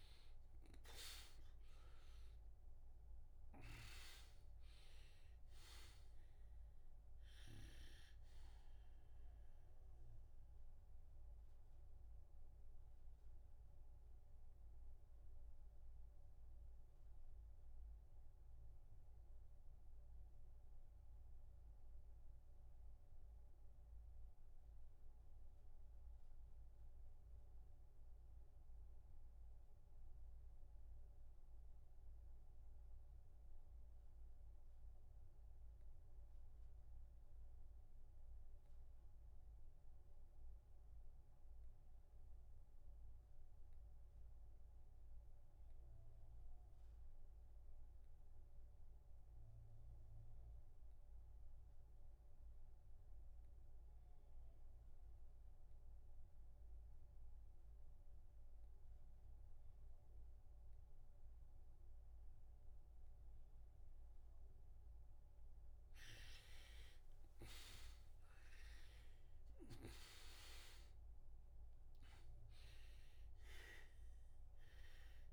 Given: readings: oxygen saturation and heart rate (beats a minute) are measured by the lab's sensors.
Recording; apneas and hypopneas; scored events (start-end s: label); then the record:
breathing in sleep by a room microphone; 1
0.00-2.00 s: arousal
0.00-30.00 s: oxygen desaturation (device-marked, oxygen 76% lowest, heart rate 47 extreme)
10.50-66.00 s: obstructive apnea (oxygen 94% before, 74% lowest)
48.00-75.33 s: oxygen desaturation (device-marked, oxygen 98% before, 74% lowest)
68.00-73.00 s: arousal
From the record:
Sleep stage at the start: REM sleep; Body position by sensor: on the back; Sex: male